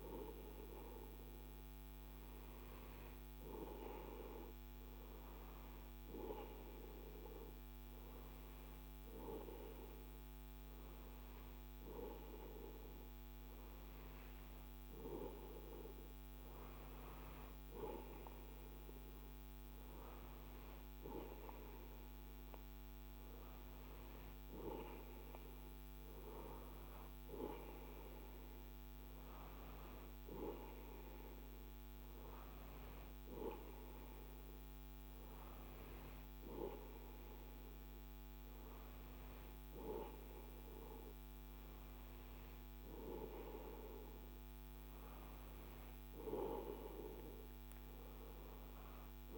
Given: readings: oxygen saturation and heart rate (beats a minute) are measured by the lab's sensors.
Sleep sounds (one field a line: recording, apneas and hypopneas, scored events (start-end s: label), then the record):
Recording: breathing in sleep by a microphone on the trachea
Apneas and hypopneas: none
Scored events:
none scored
From the record:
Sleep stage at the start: N2 (light sleep)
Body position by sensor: on the right side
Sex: male